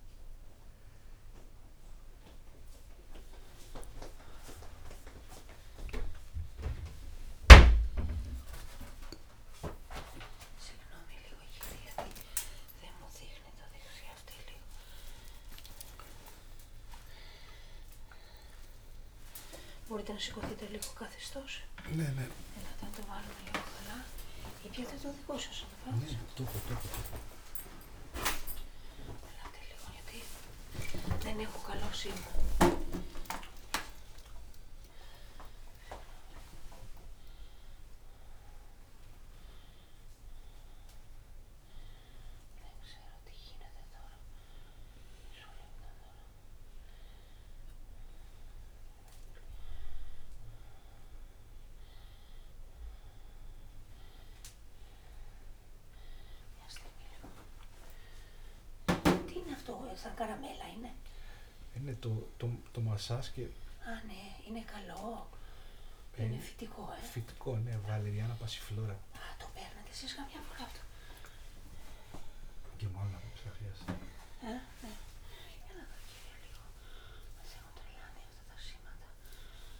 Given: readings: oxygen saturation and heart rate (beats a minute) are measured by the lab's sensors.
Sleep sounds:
a person awake in a sleep study, by a room microphone; none
none scored
From the record:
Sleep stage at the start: awake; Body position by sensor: upright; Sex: male

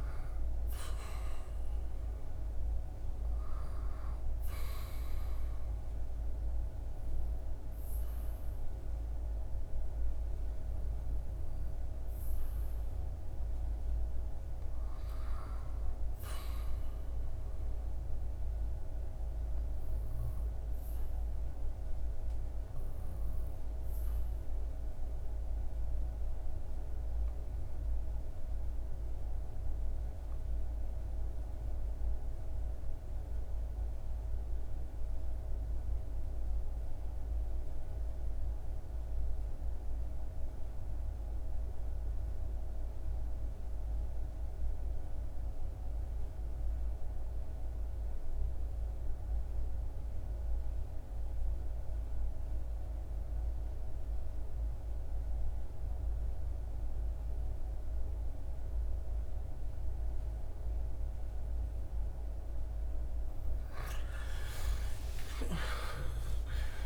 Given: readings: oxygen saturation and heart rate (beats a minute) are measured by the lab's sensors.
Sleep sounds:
breathing in sleep, hard to hear, by a room microphone; 1
0.00-10.00 s: oxygen desaturation (device-marked, oxygen 94% lowest, heart rate 71 extreme)
11.00-14.00 s: arousal
17.50-60.50 s: obstructive apnea (oxygen 99% before, 72% lowest, heart rate 81 before, 62 extreme, up 23 after)
38.00-66.86 s: oxygen desaturation (device-marked, oxygen 96% before, 72% lowest, heart rate 77 before, 62 extreme)
57.00-66.86 s: new sleep stage, N2 (light sleep)
63.50-66.86 s: arousal
From the record:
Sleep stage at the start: REM sleep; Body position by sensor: on the back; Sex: male

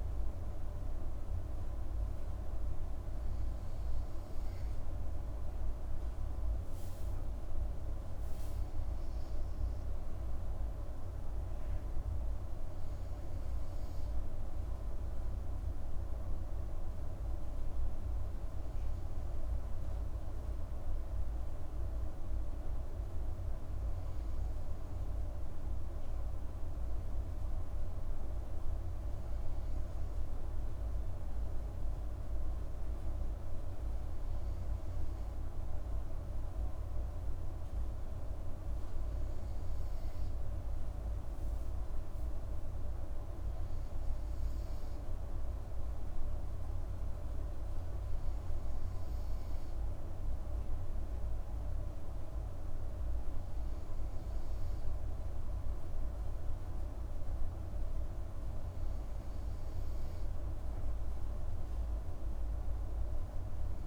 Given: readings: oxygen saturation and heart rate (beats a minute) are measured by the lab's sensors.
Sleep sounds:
breathing in sleep, hard to hear, by a room microphone; none
none scored
From the record:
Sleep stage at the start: N2 (light sleep); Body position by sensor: on the right side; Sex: female

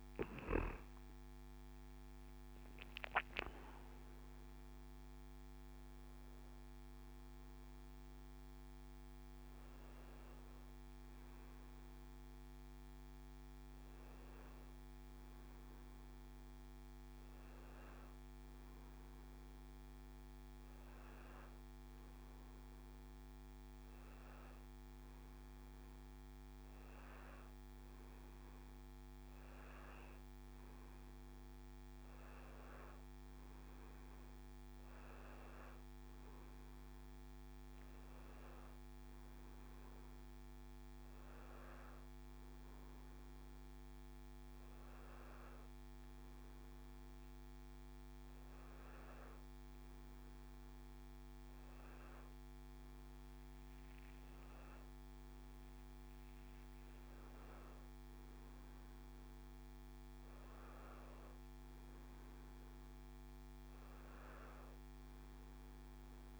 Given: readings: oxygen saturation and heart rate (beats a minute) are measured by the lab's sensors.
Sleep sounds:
breathing in sleep, hard to hear, by a microphone on the trachea; none
none scored
From the record:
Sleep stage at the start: N1 (lightest sleep); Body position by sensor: on the back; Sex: male

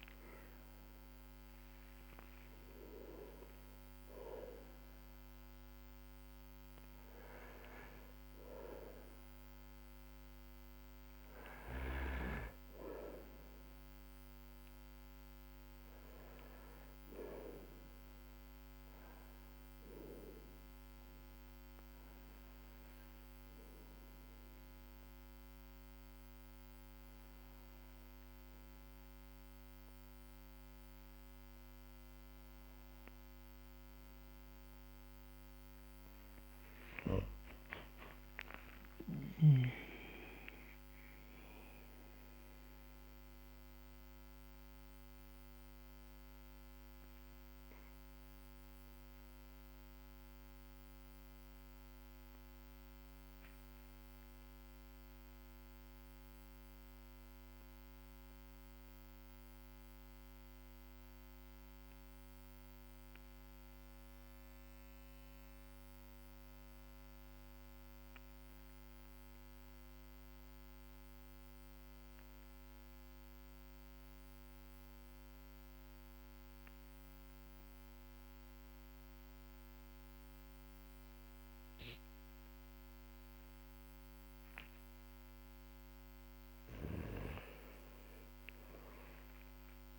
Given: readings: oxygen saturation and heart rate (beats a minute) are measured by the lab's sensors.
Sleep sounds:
breathing in sleep by a microphone on the trachea; 2
18.00-33.00 s: obstructive apnea (oxygen 97% before, 92% lowest, heart rate 56 before, 45 extreme, up 12 after)
23.00-41.00 s: oxygen desaturation (device-marked, oxygen 96% before, 92% lowest, heart rate 53 before, 45 extreme)
34.50-38.00 s: arousal
39.50-85.00 s: obstructive apnea (oxygen 98% before, 91% lowest, heart rate 52 before, 45 extreme, up 14 after)
81.00-89.99 s: new sleep stage, awake
81.00-89.99 s: oxygen desaturation (device-marked, oxygen 99% before, 93% lowest, heart rate 49 before, 43 extreme)
From the record:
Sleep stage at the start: N2 (light sleep); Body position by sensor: on the back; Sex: male

